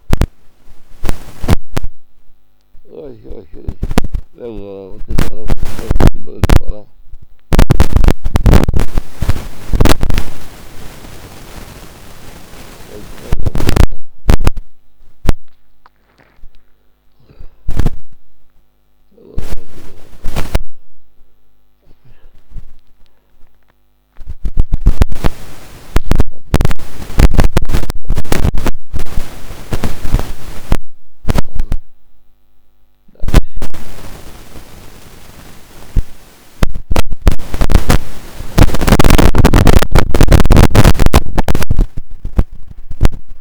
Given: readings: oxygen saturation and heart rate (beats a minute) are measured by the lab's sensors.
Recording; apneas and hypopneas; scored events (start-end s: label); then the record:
a person awake in a sleep study, by a microphone on the trachea; none
12.50-17.00 s: snoring (device-marked)
From the record:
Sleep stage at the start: awake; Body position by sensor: on the back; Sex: male